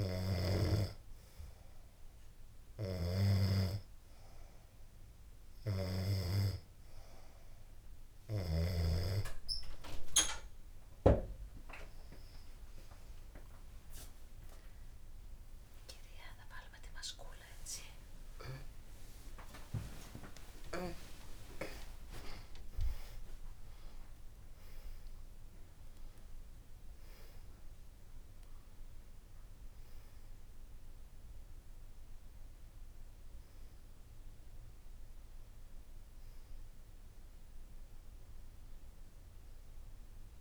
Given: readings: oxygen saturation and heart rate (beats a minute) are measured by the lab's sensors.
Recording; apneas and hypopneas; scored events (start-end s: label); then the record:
a person partly awake in a sleep study, by a room microphone; none
22.00-40.41 s: new sleep stage, awake
From the record:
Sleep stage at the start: N2 (light sleep); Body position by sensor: on the back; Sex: female